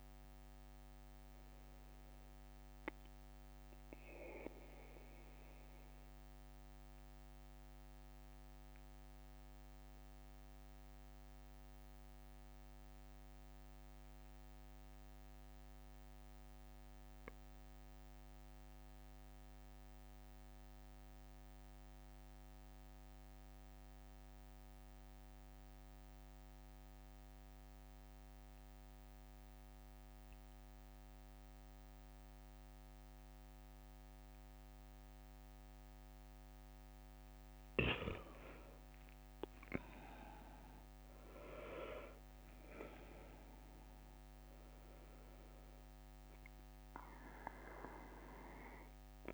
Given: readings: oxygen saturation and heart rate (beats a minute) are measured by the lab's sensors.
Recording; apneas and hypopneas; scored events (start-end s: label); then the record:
breathing in sleep by a microphone on the trachea; 1
2.50-36.00 s: mixed apnea (oxygen 98% before, 91% lowest, heart rate 67 before, 64 extreme, up 7 after)
24.50-49.34 s: oxygen desaturation (device-marked, oxygen 98% before, 91% lowest, heart rate 67 before, 64 extreme)
38.00-39.00 s: leg movement (device-marked)
38.50-42.50 s: arousal
From the record:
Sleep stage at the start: N2 (light sleep); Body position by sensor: on the back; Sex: male